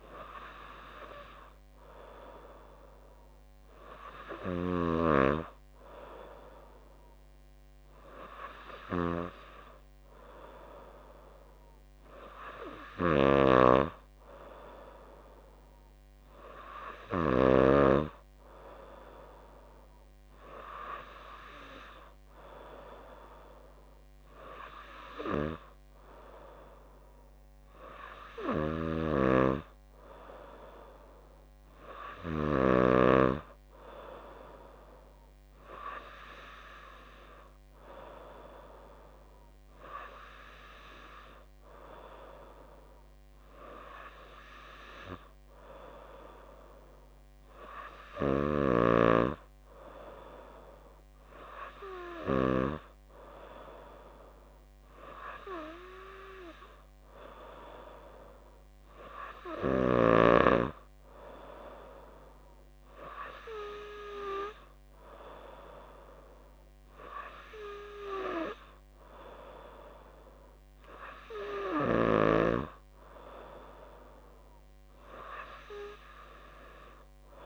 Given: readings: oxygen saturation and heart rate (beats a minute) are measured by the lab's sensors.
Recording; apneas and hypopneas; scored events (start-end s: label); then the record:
breathing in sleep by a microphone on the trachea; none
13.00-17.50 s: snoring (device-marked)
28.50-33.00 s: snoring (device-marked)
From the record:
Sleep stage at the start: N2 (light sleep); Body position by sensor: on the back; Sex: female